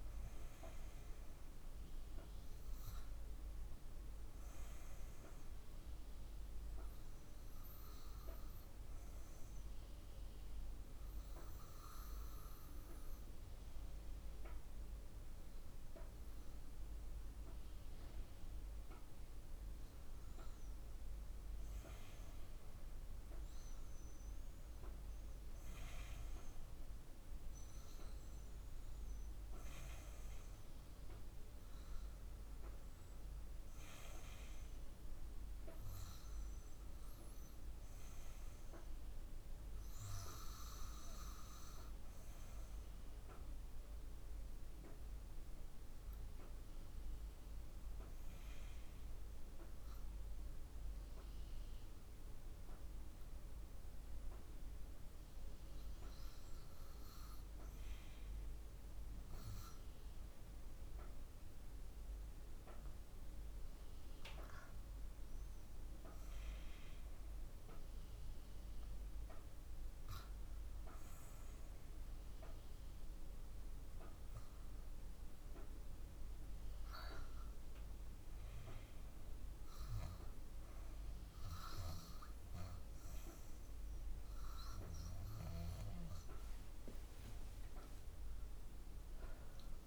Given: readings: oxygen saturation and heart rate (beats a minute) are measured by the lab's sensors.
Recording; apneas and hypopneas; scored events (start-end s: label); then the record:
breathing in sleep by a room microphone; 1
44.00-78.50 s: hypopnea (oxygen 97% before, 88% lowest, heart rate 59 before, 58 extreme, up 2 after)
87.50-89.87 s: arousal
From the record:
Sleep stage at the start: REM sleep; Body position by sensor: on the back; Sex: female